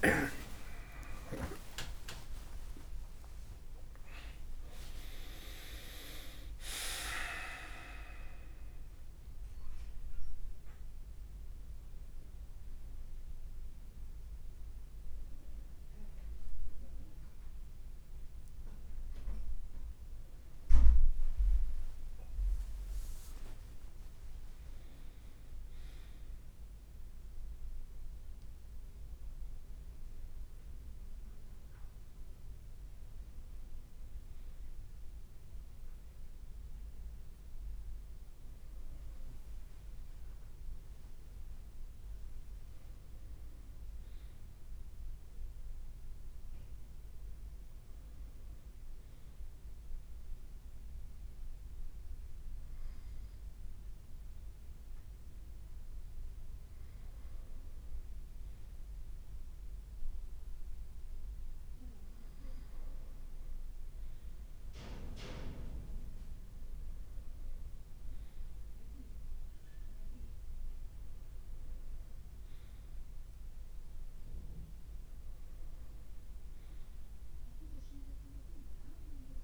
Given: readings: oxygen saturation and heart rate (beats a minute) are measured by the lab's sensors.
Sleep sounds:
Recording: breathing in sleep by a room microphone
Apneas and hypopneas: 1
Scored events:
0.00-1.00 s: long interval between heartbeats (device-marked, heart rate 128 extreme)
0.00-4.50 s: tachycardia (device-marked, heart rate 159 extreme)
2.00-4.00 s: long interval between heartbeats (device-marked, heart rate 75 before, 146 extreme)
4.50-8.50 s: oxygen desaturation (device-marked, oxygen 96% before, 93% lowest, heart rate 88 before, 57 extreme)
18.00-25.00 s: leg movement (device-marked)
22.50-24.50 s: long interval between heartbeats (device-marked, heart rate 83 before, 67 extreme)
35.50-79.44 s: new sleep stage, N2 (light sleep)
36.00-41.00 s: arousal
38.00-42.50 s: leg movement (device-marked)
48.50-61.00 s: hypopnea (oxygen 99% before, 93% lowest, heart rate 60 before, 57 extreme, up 1 after)
52.50-79.44 s: oxygen desaturation (device-marked, oxygen 99% before, 94% lowest, heart rate 59 before, 57 extreme)
62.50-66.50 s: leg movement (device-marked)
63.00-67.00 s: arousal
From the record:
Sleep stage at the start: N1 (lightest sleep)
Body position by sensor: on the right side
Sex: male

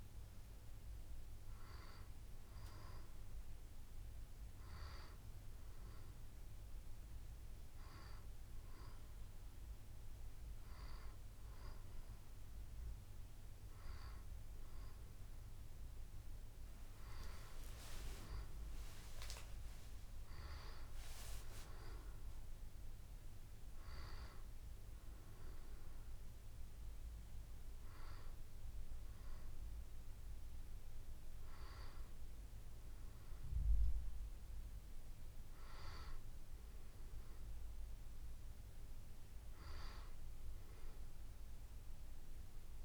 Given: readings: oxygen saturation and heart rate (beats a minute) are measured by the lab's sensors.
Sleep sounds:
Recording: breathing in sleep by a room microphone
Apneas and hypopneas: none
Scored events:
40.00-42.00 s: long interval between heartbeats (device-marked, heart rate 72 before, 67 extreme)
From the record:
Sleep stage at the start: N2 (light sleep)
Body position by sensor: on the back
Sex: female

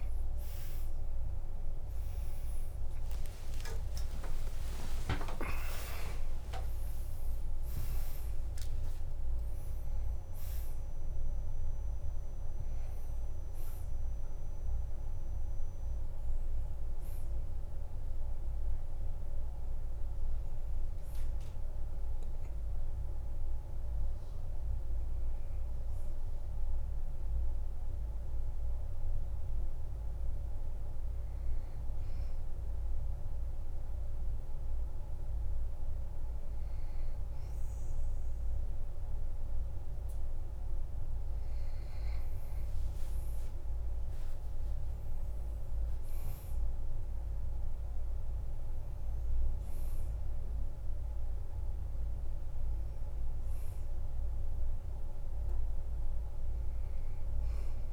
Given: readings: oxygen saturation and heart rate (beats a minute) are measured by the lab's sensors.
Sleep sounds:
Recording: breathing in sleep, hard to hear, by a room microphone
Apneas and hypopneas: 1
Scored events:
0.00-28.00 s: oxygen desaturation (device-marked, oxygen 93% lowest, heart rate 49 extreme)
1.00-13.00 s: tachycardia (device-marked, heart rate 55 before, 200 extreme)
2.00-7.50 s: arousal
6.00-8.00 s: long interval between heartbeats (device-marked, heart rate 60 before, 153 extreme)
8.00-10.00 s: long interval between heartbeats (device-marked, heart rate 70 before, 176 extreme)
11.00-13.00 s: long interval between heartbeats (device-marked, heart rate 91 before, 153 extreme)
28.50-42.00 s: hypopnea (oxygen 97% before, 94% lowest, heart rate 104 before, 48 extreme, up 59 after)
30.00-57.93 s: new sleep stage, N2 (light sleep)
42.00-47.00 s: tachycardia (device-marked, heart rate 57 before, 108 extreme)
43.50-45.50 s: long interval between heartbeats (device-marked, heart rate 52 before, 86 extreme)
44.50-48.50 s: arousal
From the record:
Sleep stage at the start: N1 (lightest sleep)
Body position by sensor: on the back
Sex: male

